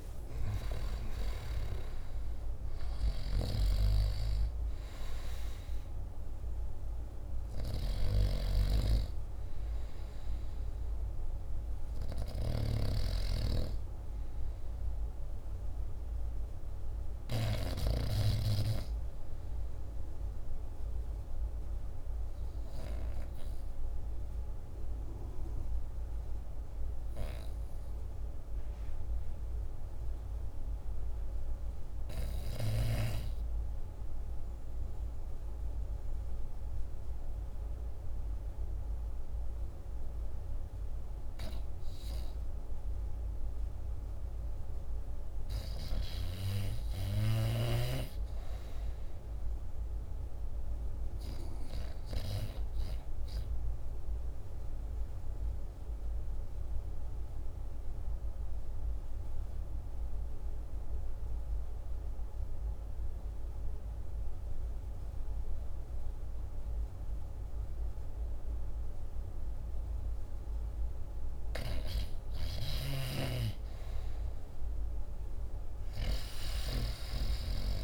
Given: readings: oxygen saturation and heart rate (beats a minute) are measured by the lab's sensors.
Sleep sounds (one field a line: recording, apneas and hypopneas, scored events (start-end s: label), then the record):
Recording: breathing in sleep by a room microphone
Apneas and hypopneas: 2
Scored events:
0.00-25.50 s: oxygen desaturation (device-marked, oxygen 72% lowest, heart rate 51 extreme)
23.00-41.50 s: hypopnea (oxygen 96% before, 79% lowest, heart rate 59 before, 51 extreme, up 3 after)
41.50-66.50 s: oxygen desaturation (device-marked, oxygen 98% before, 84% lowest, heart rate 52 before, 52 extreme)
44.50-48.00 s: arousal
57.00-71.00 s: obstructive apnea (oxygen 99% before, 79% lowest, heart rate 54 before, 52 extreme, up 13 after)
73.50-77.50 s: arousal
From the record:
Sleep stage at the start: REM sleep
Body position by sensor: on the back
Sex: male